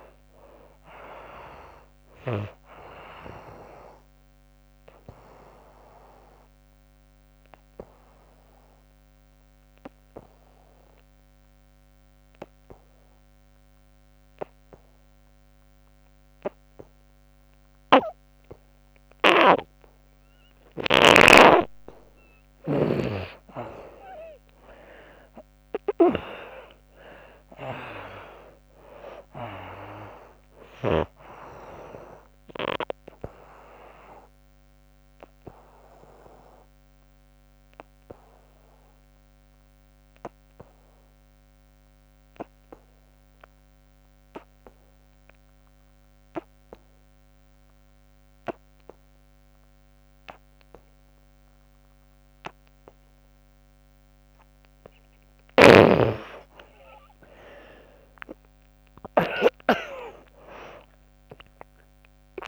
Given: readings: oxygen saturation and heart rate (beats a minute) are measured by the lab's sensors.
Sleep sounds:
breathing in sleep by a microphone on the trachea; 2
0.00-18.00 s: oxygen desaturation (device-marked, oxygen 76% lowest, heart rate 63 extreme)
3.00-20.00 s: obstructive apnea (oxygen 98% before, 75% lowest, heart rate 89 before, 63 extreme, up 22 after)
20.50-24.50 s: arousal
24.00-45.00 s: oxygen desaturation (device-marked, oxygen 96% before, 80% lowest, heart rate 73 before, 62 extreme)
33.00-53.50 s: obstructive apnea (oxygen 96% before, 75% lowest, heart rate 76 before, 62 extreme, up 30 after)
54.00-62.48 s: oxygen desaturation (device-marked, oxygen 97% before, 75% lowest, heart rate 71 before, 62 extreme)
55.00-59.00 s: snoring (device-marked)
57.00-62.48 s: arousal
From the record:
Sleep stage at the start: N2 (light sleep); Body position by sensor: on the back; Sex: female

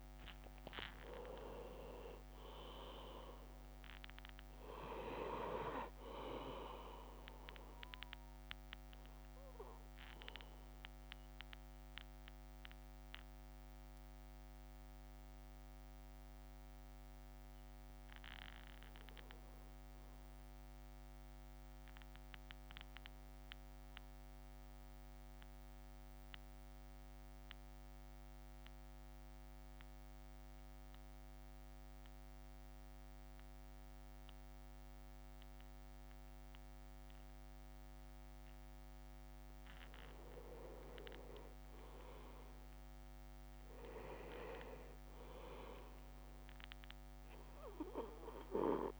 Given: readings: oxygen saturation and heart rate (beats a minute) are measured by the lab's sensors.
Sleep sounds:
breathing in sleep by a microphone on the trachea; 1
0.00-8.50 s: drop in pulse transit time (device-marked, heart rate 54 extreme)
1.50-4.50 s: leg movement (device-marked)
20.50-30.50 s: drop in pulse transit time (device-marked, heart rate 54 before, 51 extreme)
22.00-39.00 s: central apnea (oxygen 100% before, 95% lowest, heart rate 54 before, 50 extreme, up 7 after)
40.00-42.00 s: leg movement (device-marked)
41.00-44.00 s: arousal
41.50-49.00 s: drop in pulse transit time (device-marked, heart rate 54 before, 51 extreme)
44.50-45.50 s: leg movement (device-marked)
From the record:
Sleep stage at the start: N2 (light sleep); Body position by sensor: on the back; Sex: male

